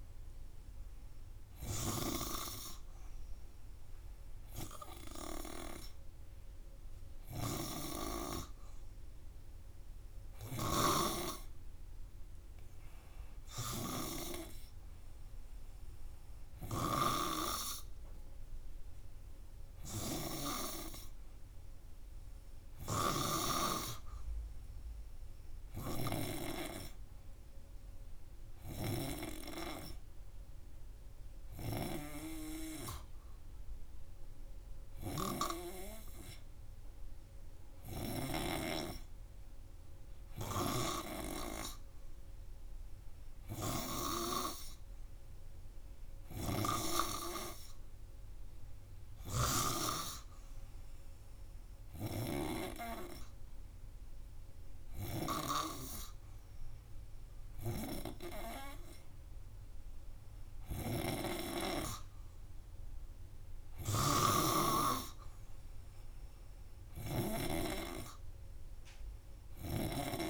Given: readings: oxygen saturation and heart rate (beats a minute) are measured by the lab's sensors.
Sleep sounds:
breathing in sleep by a room microphone; none
none scored
From the record:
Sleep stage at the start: N2 (light sleep); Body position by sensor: on the front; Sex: male

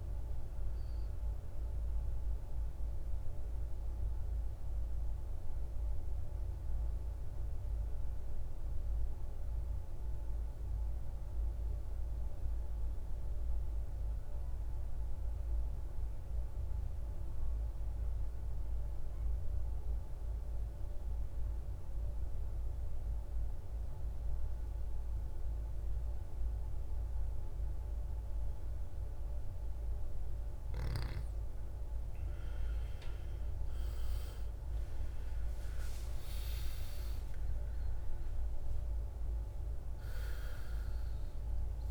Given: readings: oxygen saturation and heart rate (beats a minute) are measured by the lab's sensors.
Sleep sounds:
breathing in sleep, hard to hear, by a room microphone; 1
0.00-16.50 s: oxygen desaturation (device-marked, oxygen 91% lowest, heart rate 57 extreme)
9.00-29.50 s: mixed apnea (oxygen 97% before, 87% lowest, heart rate 63 before, 57 extreme, up 14 after)
31.50-41.91 s: oxygen desaturation (device-marked, oxygen 97% before, 87% lowest, heart rate 59 before, 52 extreme)
32.00-36.50 s: arousal
From the record:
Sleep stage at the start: N2 (light sleep); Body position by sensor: on the back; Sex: male

